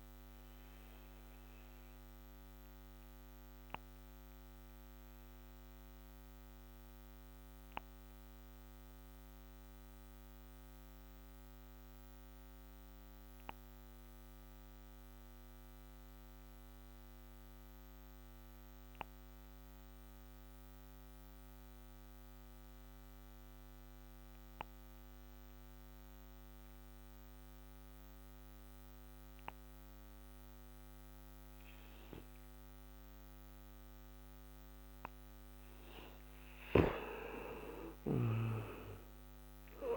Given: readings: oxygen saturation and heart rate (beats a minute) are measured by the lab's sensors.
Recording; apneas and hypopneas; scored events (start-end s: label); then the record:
breathing in sleep by a microphone on the trachea; 1
0.00-15.50 s: oxygen desaturation (device-marked, oxygen 92% lowest, heart rate 55 extreme)
2.50-35.00 s: obstructive apnea (oxygen 97% before, 89% lowest, heart rate 69 before, 56 extreme, up 26 after)
36.50-39.97 s: oxygen desaturation (device-marked, oxygen 97% before, 89% lowest, heart rate 63 before, 58 extreme)
37.00-39.97 s: arousal
37.50-39.97 s: snoring (device-marked)
From the record:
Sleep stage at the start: N2 (light sleep); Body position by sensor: on the back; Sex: male